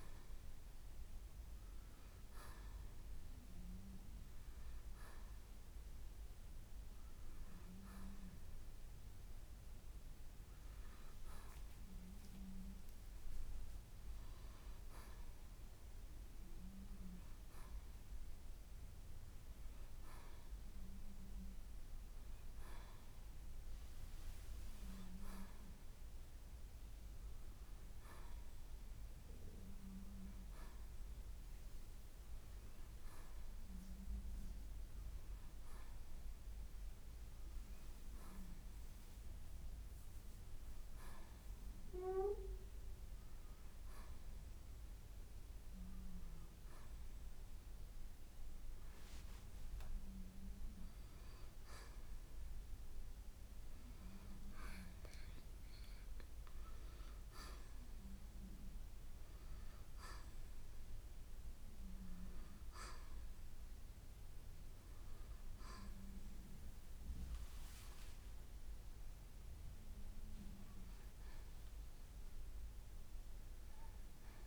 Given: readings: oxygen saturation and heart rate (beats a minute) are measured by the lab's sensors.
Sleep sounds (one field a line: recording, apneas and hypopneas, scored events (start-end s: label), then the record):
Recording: a person awake in a sleep study, by a room microphone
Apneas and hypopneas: none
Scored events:
57.50-74.47 s: new sleep stage, N1 (lightest sleep)
From the record:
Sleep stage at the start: awake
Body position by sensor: on the right side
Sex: male